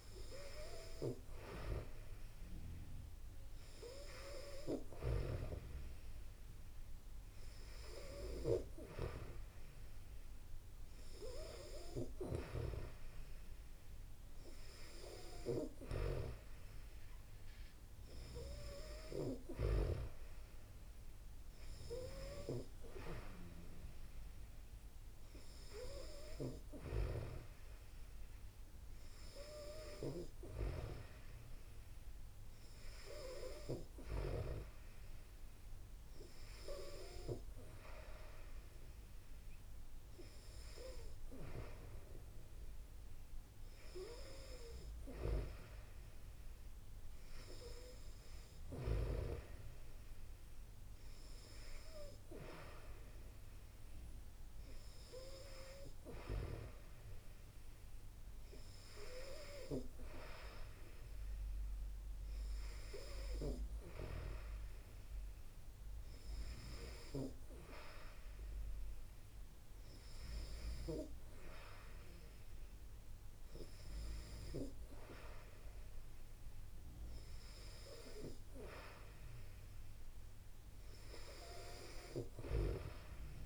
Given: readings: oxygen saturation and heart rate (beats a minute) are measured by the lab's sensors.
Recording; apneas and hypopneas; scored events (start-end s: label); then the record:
breathing in sleep by a room microphone; none
none scored
From the record:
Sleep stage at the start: N2 (light sleep); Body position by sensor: on the back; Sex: female